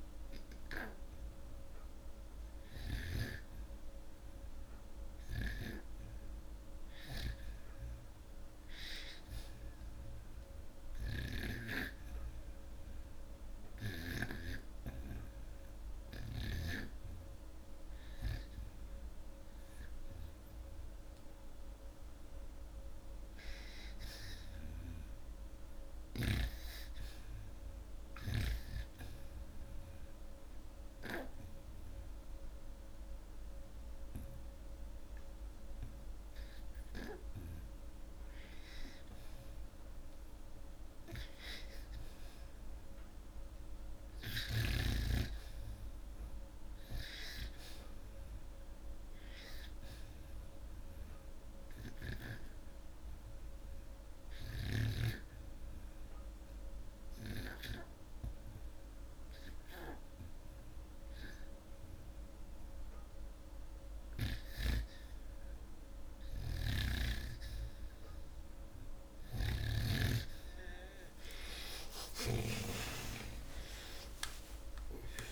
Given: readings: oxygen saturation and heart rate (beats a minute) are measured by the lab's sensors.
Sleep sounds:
breathing in sleep by a room microphone; 3
0.00-14.00 s: oxygen desaturation (device-marked, oxygen 91% lowest, heart rate 84 extreme)
12.00-22.00 s: hypopnea (oxygen 95% before, 90% lowest, heart rate 85 before, 84 extreme, up 2 after)
23.00-26.00 s: arousal
29.50-39.50 s: obstructive apnea (oxygen 94% before, 90% lowest, heart rate 85 before, 87 extreme, up 2 after)
43.50-46.50 s: arousal
52.00-64.50 s: obstructive apnea (oxygen 93% before, 90% lowest)
60.00-72.00 s: oxygen desaturation (device-marked, oxygen 94% before, 91% lowest)
67.00-73.00 s: snoring (device-marked)
72.00-75.32 s: arousal
From the record:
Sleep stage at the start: REM sleep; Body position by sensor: upright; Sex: male

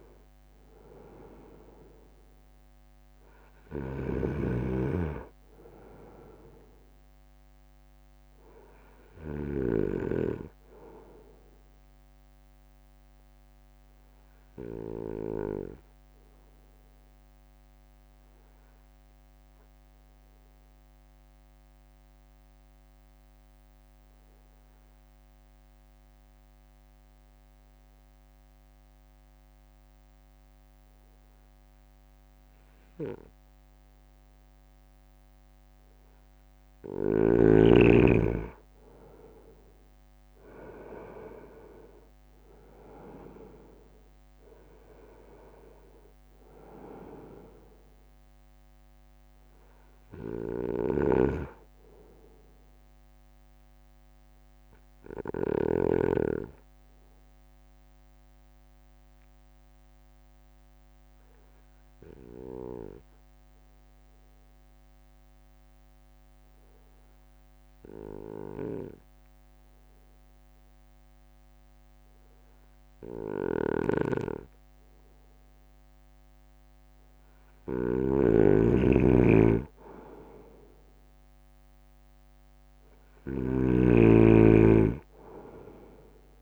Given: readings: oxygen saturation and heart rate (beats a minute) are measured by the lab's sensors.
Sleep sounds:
breathing in sleep by a microphone on the trachea; 2
0.00-13.50 s: drop in pulse transit time (device-marked, heart rate 51 extreme)
0.50-5.00 s: arousal
4.00-10.00 s: snoring (device-marked)
13.50-36.00 s: obstructive apnea (oxygen 96% before, 94% lowest, heart rate 55 before, 54 extreme, up 3 after)
40.00-43.50 s: arousal
40.50-53.50 s: drop in pulse transit time (device-marked, heart rate 55 before, 55 extreme)
51.00-56.00 s: snoring (device-marked)
55.50-76.50 s: obstructive apnea (oxygen 97% before, 94% lowest, heart rate 56 before, 53 extreme, up 1 after)
73.50-86.42 s: snoring (device-marked)
77.50-80.00 s: arousal
80.50-86.42 s: drop in pulse transit time (device-marked, heart rate 55 before, 53 extreme)
From the record:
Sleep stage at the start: N2 (light sleep); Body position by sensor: on the front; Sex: male

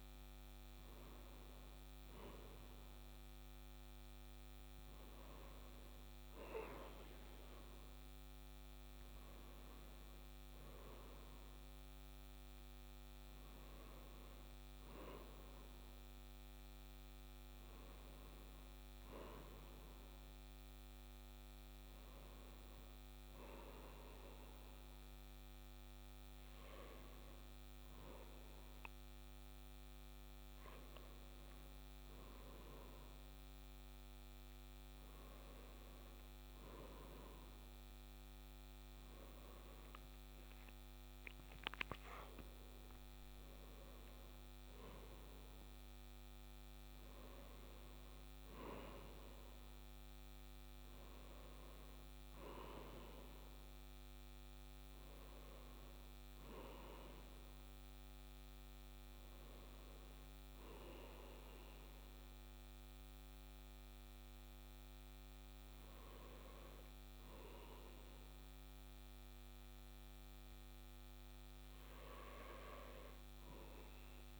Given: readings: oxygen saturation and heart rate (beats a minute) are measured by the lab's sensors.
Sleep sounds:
breathing in sleep by a microphone on the trachea; none
5.00-74.40 s: new sleep stage, N2 (light sleep)
From the record:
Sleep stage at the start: N1 (lightest sleep); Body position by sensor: on the back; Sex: male

